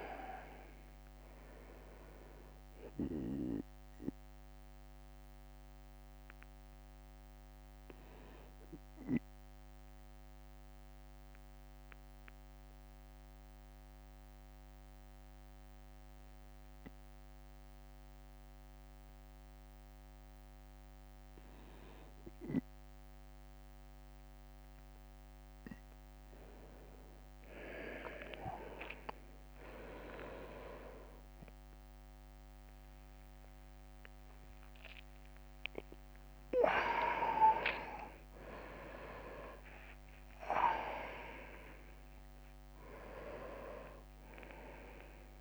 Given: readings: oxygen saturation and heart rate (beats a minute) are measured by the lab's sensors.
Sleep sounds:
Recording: breathing in sleep by a microphone on the trachea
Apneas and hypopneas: 1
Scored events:
0.00-2.50 s: arousal
0.00-4.50 s: drop in pulse transit time (device-marked, heart rate 54 extreme)
0.00-27.50 s: bradycardia (device-marked, heart rate 51 extreme)
8.00-20.50 s: mixed apnea (oxygen 96% before, 91% lowest, heart rate 55 before, 54 extreme, up 5 after)
27.50-30.00 s: leg movement (device-marked)
28.50-32.50 s: arousal
32.50-33.50 s: drop in pulse transit time (device-marked, heart rate 57 before, 63 extreme)
35.50-45.41 s: drop in pulse transit time (device-marked, heart rate 58 before, 64 extreme)
From the record:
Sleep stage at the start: N2 (light sleep)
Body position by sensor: on the right side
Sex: male

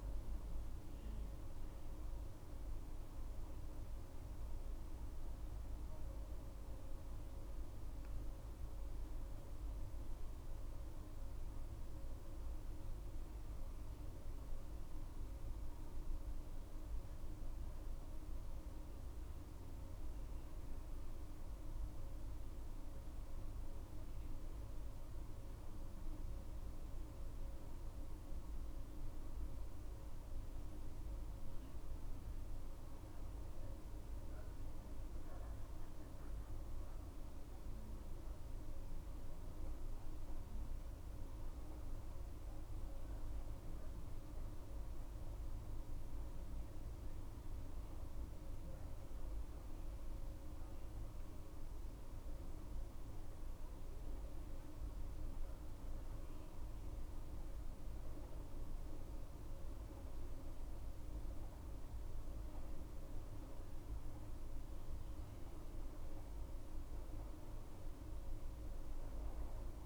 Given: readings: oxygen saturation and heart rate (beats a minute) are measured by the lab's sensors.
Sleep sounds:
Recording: breathing in sleep, hard to hear, by a room microphone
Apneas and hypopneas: none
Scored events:
none scored
From the record:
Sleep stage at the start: N2 (light sleep)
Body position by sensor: on the back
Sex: female

